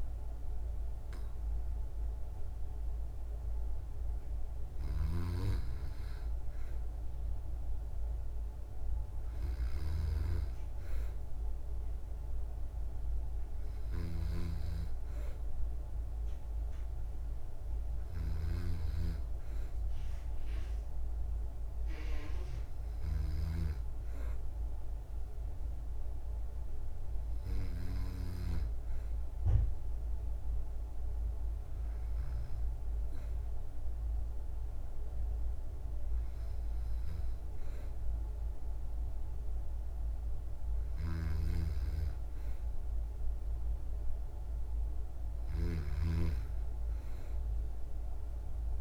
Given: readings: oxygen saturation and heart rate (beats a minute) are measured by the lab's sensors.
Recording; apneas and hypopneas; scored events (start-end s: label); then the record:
breathing in sleep by a room microphone; none
16.00-23.00 s: oxygen desaturation (device-marked, oxygen 96% before, 93% lowest, heart rate 60 before, 58 extreme)
30.50-34.50 s: arousal
From the record:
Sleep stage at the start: N2 (light sleep); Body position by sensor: on the back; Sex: female